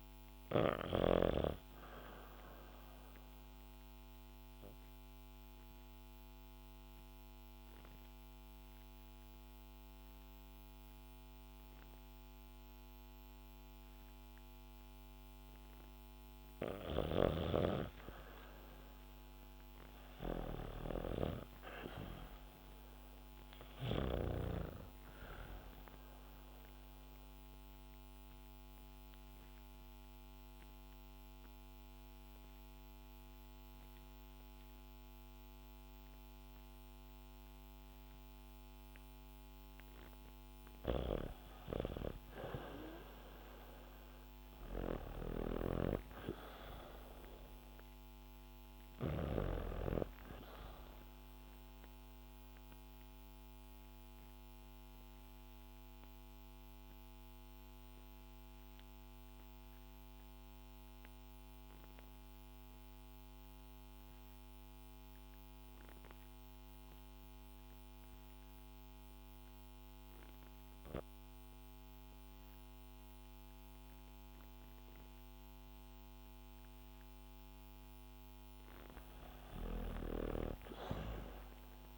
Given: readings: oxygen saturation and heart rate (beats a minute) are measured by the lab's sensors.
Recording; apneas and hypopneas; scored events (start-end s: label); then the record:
breathing in sleep by a microphone on the trachea; 3
0.00-13.00 s: oxygen desaturation (device-marked, oxygen 86% lowest, heart rate 63 extreme)
2.50-16.00 s: obstructive apnea (oxygen 98% before, 86% lowest, heart rate 70 before, 72 extreme, up 0 after)
16.50-21.00 s: snoring (device-marked)
19.50-22.50 s: arousal
20.00-36.00 s: oxygen desaturation (device-marked, oxygen 99% before, 92% lowest, heart rate 78 before, 71 extreme)
25.50-40.50 s: obstructive apnea (oxygen 99% before, 86% lowest, heart rate 77 before, 71 extreme, up 3 after)
43.50-47.00 s: arousal
45.00-49.00 s: snoring (device-marked)
51.50-77.50 s: obstructive apnea (oxygen 99% before, 86% lowest, heart rate 74 before, 61 extreme, up 11 after)
72.00-81.97 s: oxygen desaturation (device-marked, oxygen 98% before, 86% lowest, heart rate 72 before, 58 extreme)
80.00-81.97 s: arousal
From the record:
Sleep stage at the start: REM sleep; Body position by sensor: on the back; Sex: female